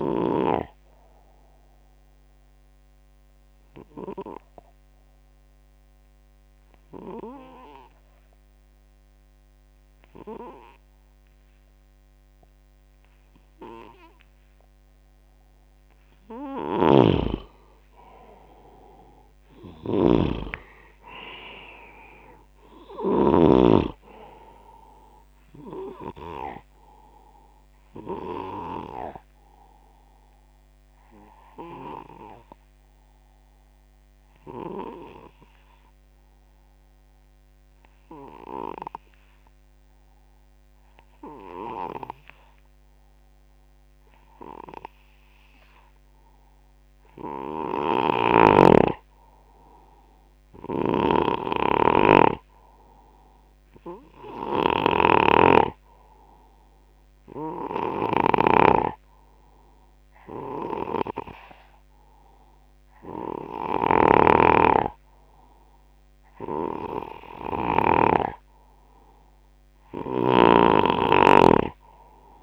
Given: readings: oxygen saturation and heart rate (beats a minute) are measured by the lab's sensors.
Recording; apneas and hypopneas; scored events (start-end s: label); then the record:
breathing in sleep by a microphone on the trachea; 2
1.50-14.50 s: obstructive apnea (oxygen 98% before, 89% lowest, heart rate 84 before, 74 extreme, up 6 after)
3.50-16.50 s: oxygen desaturation (device-marked, oxygen 92% before, 89% lowest, heart rate 84 before, 74 extreme)
15.50-19.00 s: arousal
16.50-23.50 s: snoring (device-marked)
28.50-47.00 s: obstructive apnea (oxygen 98% before, 89% lowest, heart rate 79 before, 68 extreme, up 12 after)
49.50-53.00 s: arousal
50.50-68.00 s: snoring (device-marked)
54.50-72.42 s: oxygen desaturation (device-marked, oxygen 98% before, 89% lowest, heart rate 76 before, 60 extreme)
70.00-72.42 s: snoring (device-marked)
From the record:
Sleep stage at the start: N2 (light sleep); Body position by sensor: on the back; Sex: male